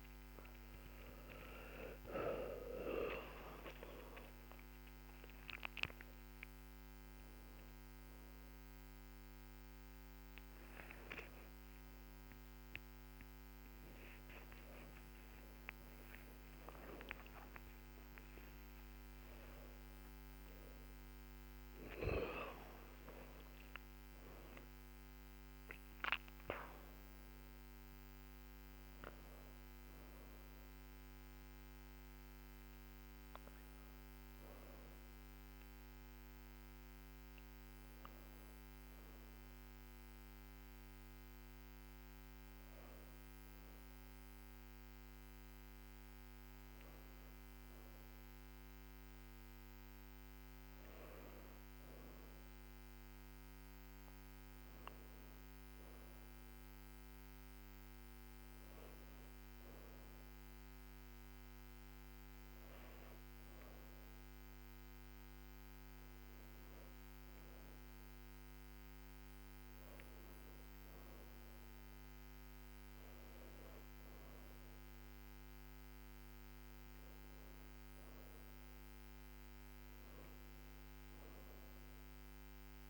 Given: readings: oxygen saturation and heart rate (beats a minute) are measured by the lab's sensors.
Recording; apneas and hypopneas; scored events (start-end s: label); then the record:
breathing in sleep by a microphone on the trachea; 1
17.50-24.00 s: arousal
40.00-82.90 s: new sleep stage, N2 (light sleep)
42.00-67.50 s: hypopnea (oxygen 98% before, 95% lowest, heart rate 83 before, 74 extreme, up 2 after)
From the record:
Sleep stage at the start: N1 (lightest sleep); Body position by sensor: on the back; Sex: female